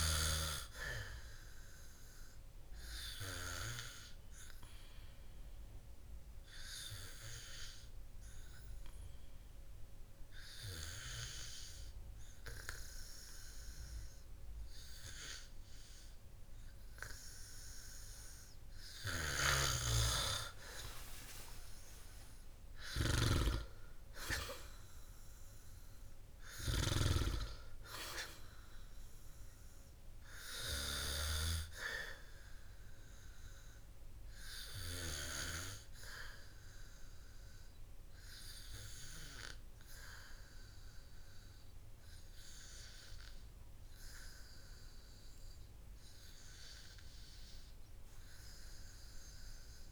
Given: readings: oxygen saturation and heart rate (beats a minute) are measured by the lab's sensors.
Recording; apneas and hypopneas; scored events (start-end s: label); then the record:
breathing in sleep by a room microphone; 1
2.50-16.50 s: hypopnea (oxygen 98% before, 94% lowest, heart rate 58 before, 53 extreme, up 8 after)
17.50-20.50 s: arousal
20.00-40.00 s: oxygen desaturation (device-marked, oxygen 97% before, 94% lowest, heart rate 58 before, 53 extreme)
From the record:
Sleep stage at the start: N2 (light sleep); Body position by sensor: on the back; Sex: male